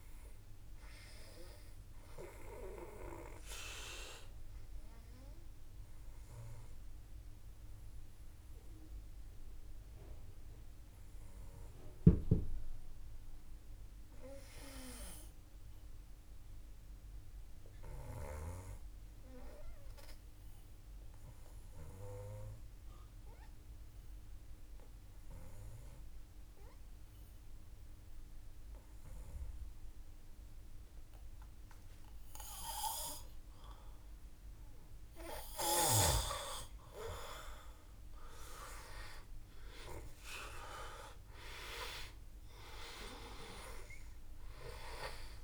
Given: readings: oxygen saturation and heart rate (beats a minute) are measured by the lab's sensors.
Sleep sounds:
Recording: breathing in sleep by a room microphone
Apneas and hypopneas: 1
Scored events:
0.00-11.50 s: oxygen desaturation (device-marked, oxygen 91% lowest, heart rate 52 extreme)
0.50-33.50 s: obstructive apnea (oxygen 97% before, 89% lowest, heart rate 54 before, 52 extreme, up 4 after)
36.50-45.44 s: oxygen desaturation (device-marked, oxygen 98% before, 89% lowest, heart rate 54 before, 52 extreme)
38.00-42.50 s: arousal
From the record:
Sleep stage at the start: N2 (light sleep)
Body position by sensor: on the back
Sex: male

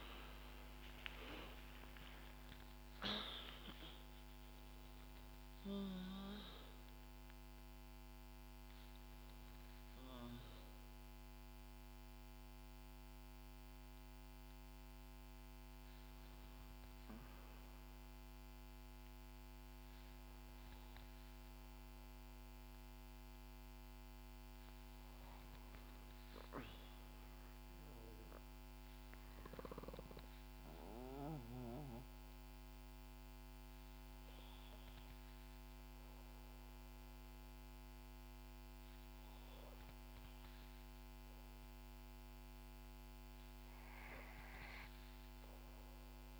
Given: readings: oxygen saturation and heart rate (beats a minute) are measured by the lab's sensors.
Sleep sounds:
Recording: breathing in sleep by a microphone on the trachea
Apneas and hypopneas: none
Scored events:
0.00-4.00 s: arousal
0.00-19.00 s: oxygen desaturation (device-marked, oxygen 64% lowest, heart rate 61 extreme)
10.00-12.00 s: long interval between heartbeats (device-marked, heart rate 75 before, 76 extreme)
From the record:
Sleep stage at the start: REM sleep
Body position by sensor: on the back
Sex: female

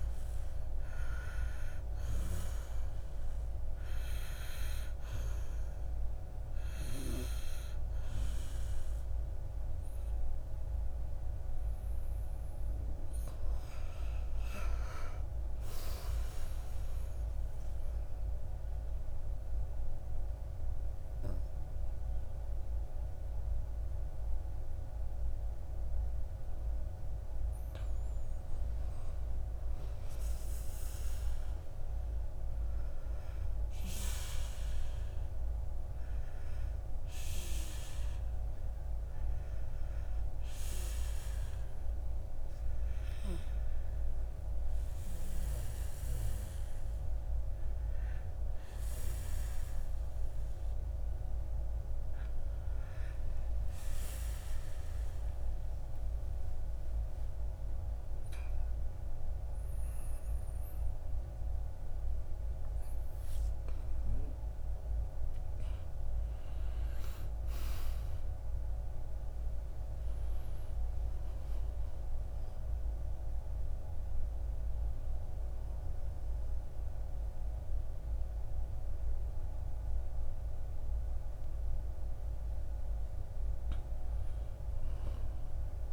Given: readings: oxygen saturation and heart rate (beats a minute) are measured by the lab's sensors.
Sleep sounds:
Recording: breathing in sleep, hard to hear, by a room microphone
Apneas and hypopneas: 2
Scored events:
0.00-7.50 s: oxygen desaturation (device-marked, oxygen 87% lowest, heart rate 56 extreme)
3.00-13.00 s: obstructive apnea (oxygen 96% before, 93% lowest, heart rate 66 before, 56 extreme, up 5 after)
16.00-19.50 s: arousal
35.50-51.00 s: obstructive apnea (oxygen 98% before, 93% lowest, heart rate 59 before, 62 extreme, up 2 after)
54.00-57.00 s: arousal
From the record:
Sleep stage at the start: N2 (light sleep)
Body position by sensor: on the back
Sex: male

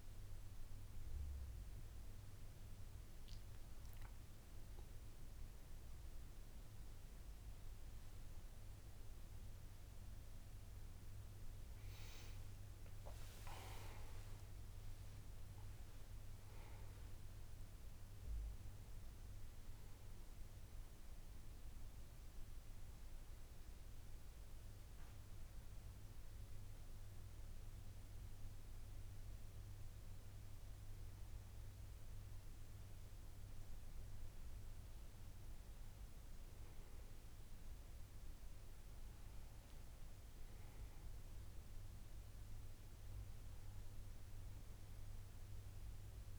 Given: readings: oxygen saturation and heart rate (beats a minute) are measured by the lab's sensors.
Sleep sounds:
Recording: breathing in sleep, hard to hear, by a room microphone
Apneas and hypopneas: 1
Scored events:
14.00-17.50 s: arousal
20.00-32.50 s: hypopnea (oxygen 99% before, 91% lowest, heart rate 78 before, 79 extreme, up 1 after)
22.00-37.00 s: oxygen desaturation (device-marked, oxygen 98% before, 93% lowest, heart rate 79 before, 79 extreme)
38.00-41.50 s: arousal
43.00-46.39 s: oxygen desaturation (device-marked, oxygen 95% before, 91% lowest, heart rate 81 before, 79 extreme)
44.00-46.39 s: new sleep stage, N1 (lightest sleep)
From the record:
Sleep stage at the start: N2 (light sleep)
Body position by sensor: on the back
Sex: male

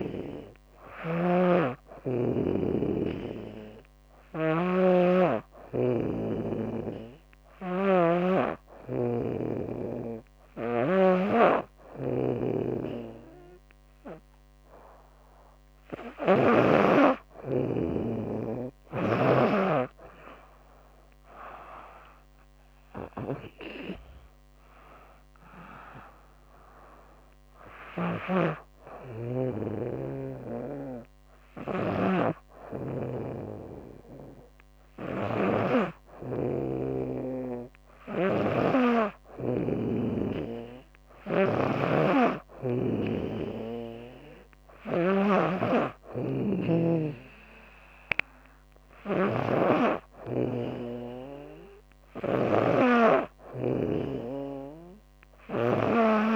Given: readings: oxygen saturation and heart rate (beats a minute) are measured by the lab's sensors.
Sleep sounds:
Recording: breathing in sleep by a microphone on the trachea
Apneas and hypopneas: 1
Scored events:
3.00-15.50 s: hypopnea (oxygen 98% before, 95% lowest, heart rate 79 before, 72 extreme, up 7 after)
4.00-16.00 s: snoring (device-marked)
19.50-23.00 s: arousal
34.50-56.36 s: snoring (device-marked)
From the record:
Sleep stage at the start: N2 (light sleep)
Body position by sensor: on the back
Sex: female

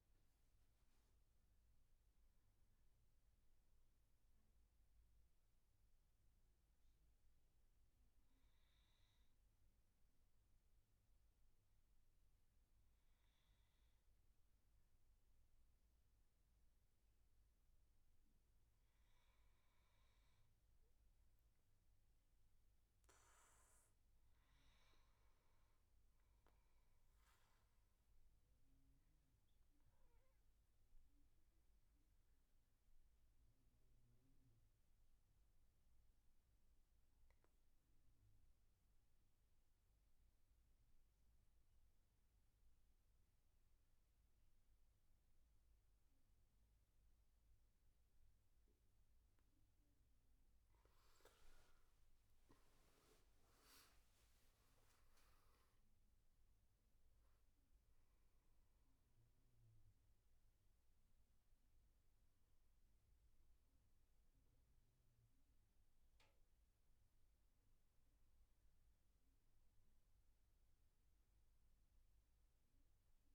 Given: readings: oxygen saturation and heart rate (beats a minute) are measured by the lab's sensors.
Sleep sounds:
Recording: breathing in sleep, hard to hear, by a room microphone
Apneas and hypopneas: 2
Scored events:
0.00-1.50 s: oxygen desaturation (device-marked, oxygen 92% lowest, heart rate 65 extreme)
2.50-17.50 s: obstructive apnea (oxygen 98% before, 90% lowest, heart rate 73 before, 67 extreme, up 6 after)
19.00-23.00 s: arousal
31.00-49.50 s: obstructive apnea (oxygen 99% before, 90% lowest, heart rate 72 before, 65 extreme, up 17 after)
48.50-73.35 s: oxygen desaturation (device-marked, oxygen 97% before, 90% lowest, heart rate 74 before, 65 extreme)
51.00-54.50 s: arousal
From the record:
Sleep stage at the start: N2 (light sleep)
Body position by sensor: on the back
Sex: male

